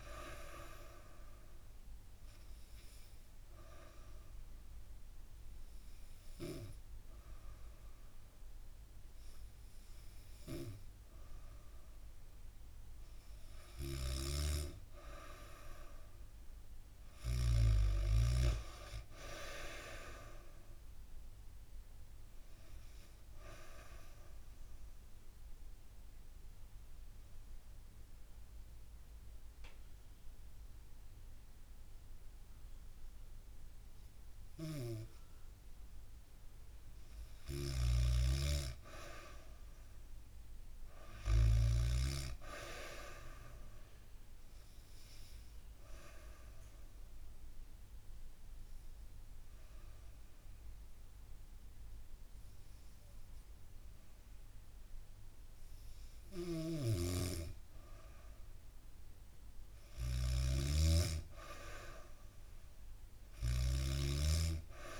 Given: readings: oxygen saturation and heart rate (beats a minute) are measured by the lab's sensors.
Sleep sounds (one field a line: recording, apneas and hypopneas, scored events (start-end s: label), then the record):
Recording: breathing in sleep by a room microphone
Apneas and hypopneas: 3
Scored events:
1.00-12.50 s: obstructive apnea (oxygen 94% before, 91% lowest, heart rate 71 before, 65 extreme, up 3 after)
13.00-17.00 s: snoring (device-marked)
15.00-17.00 s: arousal
21.00-36.00 s: oxygen desaturation (device-marked, oxygen 95% before, 91% lowest, heart rate 71 before, 65 extreme)
23.50-36.50 s: mixed apnea (oxygen 95% before, 91% lowest, heart rate 71 before, 65 extreme, up 4 after)
37.00-41.00 s: snoring (device-marked)
37.50-40.00 s: arousal
45.00-57.50 s: obstructive apnea (oxygen 97% before, 92% lowest, heart rate 68 before, 67 extreme, up 1 after)
46.00-55.00 s: oxygen desaturation (device-marked, oxygen 97% before, 93% lowest, heart rate 68 before, 67 extreme)
55.50-65.00 s: snoring (device-marked)
59.50-63.00 s: arousal
64.00-65.00 s: oxygen desaturation (device-marked, oxygen 97% before, 92% lowest, heart rate 69 before, 67 extreme)
From the record:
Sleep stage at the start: N2 (light sleep)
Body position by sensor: on the back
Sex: female